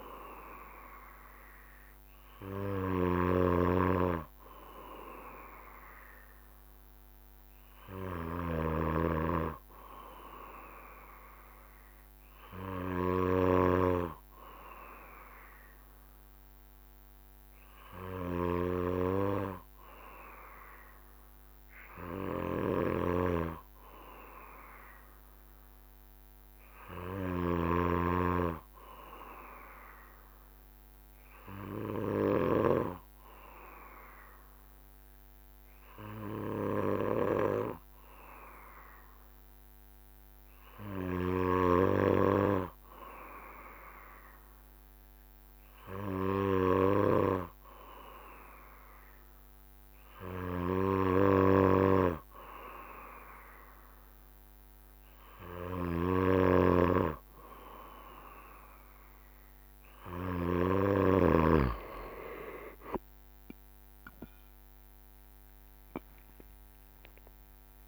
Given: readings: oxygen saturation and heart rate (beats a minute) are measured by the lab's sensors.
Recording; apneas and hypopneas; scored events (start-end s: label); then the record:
breathing in sleep by a microphone on the trachea; 1
0.00-9.00 s: snoring (device-marked)
22.50-26.00 s: arousal
28.50-41.50 s: obstructive apnea (oxygen 96% before, 94% lowest, heart rate 67 before, 65 extreme, up 2 after)
45.00-48.50 s: arousal
56.50-61.50 s: snoring (device-marked)
63.50-65.50 s: long interval between heartbeats (device-marked, heart rate 67 before, 74 extreme)
66.00-67.88 s: arousal
66.00-67.88 s: drop in pulse transit time (device-marked, heart rate 68 before, 74 extreme)
From the record:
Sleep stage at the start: N2 (light sleep); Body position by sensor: on the back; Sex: male